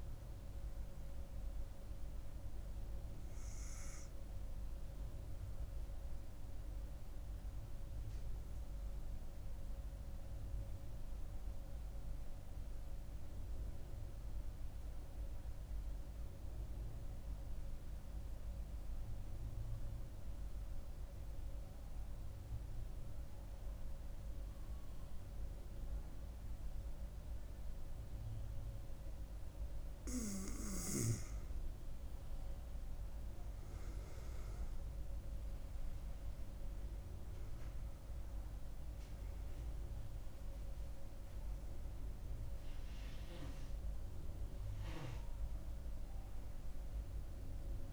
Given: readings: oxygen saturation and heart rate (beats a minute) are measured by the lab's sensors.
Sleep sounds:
breathing in sleep, hard to hear, by a room microphone; 1
0.00-10.00 s: oxygen desaturation (device-marked, oxygen 91% lowest, heart rate 65 extreme)
12.00-29.00 s: obstructive apnea (oxygen 98% before, 91% lowest, heart rate 78 before, 68 extreme, up 8 after)
30.00-47.93 s: oxygen desaturation (device-marked, oxygen 97% before, 91% lowest, heart rate 68 before, 66 extreme)
31.00-35.00 s: arousal
From the record:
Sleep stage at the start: N2 (light sleep); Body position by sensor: on the right side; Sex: female

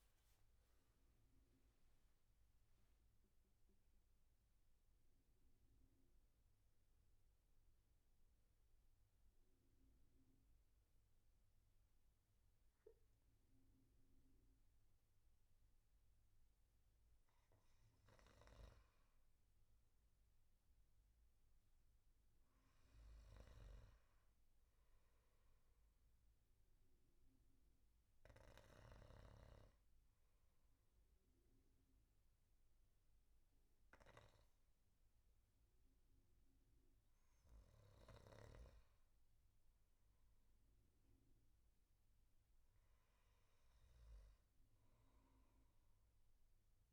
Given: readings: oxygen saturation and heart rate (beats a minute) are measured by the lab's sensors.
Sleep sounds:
breathing in sleep by a room microphone; 1
1.00-17.50 s: central apnea (oxygen 99% before, 96% lowest, heart rate 80 before, 61 extreme, up 14 after)
19.00-33.00 s: oxygen desaturation (device-marked, oxygen 99% before, 96% lowest, heart rate 72 before, 63 extreme)
20.00-22.50 s: arousal
From the record:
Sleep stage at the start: N2 (light sleep); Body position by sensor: on the back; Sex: male

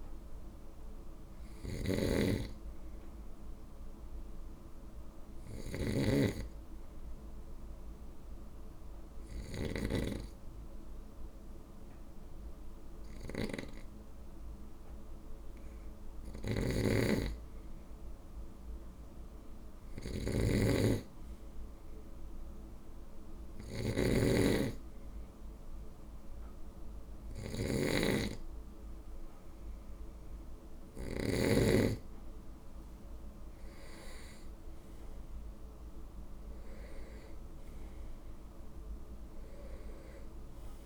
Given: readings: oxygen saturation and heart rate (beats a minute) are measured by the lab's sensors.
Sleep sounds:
breathing in sleep by a room microphone; 1
0.00-9.50 s: snoring (device-marked)
6.00-17.00 s: obstructive apnea (oxygen 96% before, 96% lowest, heart rate 54 before, 51 extreme, up 3 after)
16.00-31.00 s: snoring (device-marked)
19.50-23.50 s: arousal
From the record:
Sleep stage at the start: N2 (light sleep); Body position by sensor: on the right side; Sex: male

